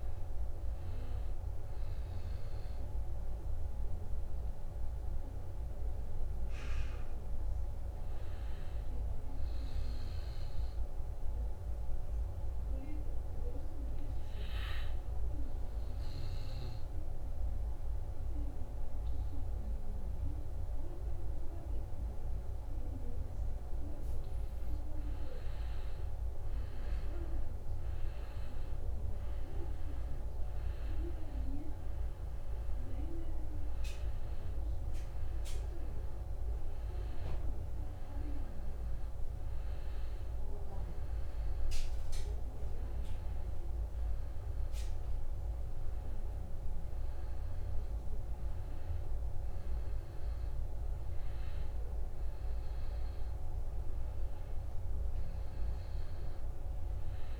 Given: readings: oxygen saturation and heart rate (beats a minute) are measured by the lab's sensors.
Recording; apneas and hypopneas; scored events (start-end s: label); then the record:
breathing in sleep, hard to hear, by a room microphone; 1
0.00-4.00 s: oxygen desaturation (device-marked, oxygen 90% lowest, heart rate 69 extreme)
2.00-24.50 s: hypopnea (oxygen 96% before, 89% lowest, heart rate 75 before, 69 extreme, up 5 after)
21.00-48.00 s: oxygen desaturation (device-marked, oxygen 97% before, 89% lowest, heart rate 71 before, 71 extreme)
26.50-31.50 s: arousal
53.00-57.40 s: arousal
From the record:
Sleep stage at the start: N2 (light sleep); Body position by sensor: on the back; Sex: male